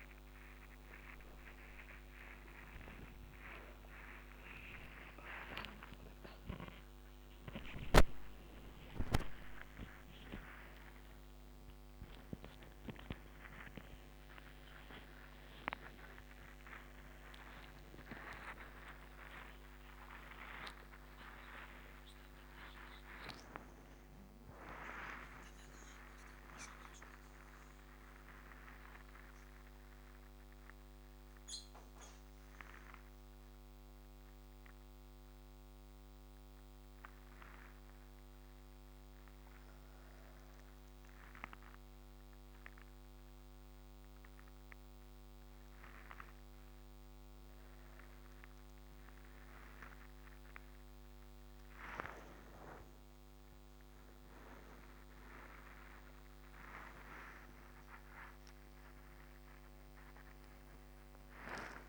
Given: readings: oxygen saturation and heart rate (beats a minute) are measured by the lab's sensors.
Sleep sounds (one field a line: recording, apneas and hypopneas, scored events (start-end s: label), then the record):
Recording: a person awake in a sleep study, by a microphone on the trachea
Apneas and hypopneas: none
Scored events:
none scored
From the record:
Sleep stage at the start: awake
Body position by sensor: upright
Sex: female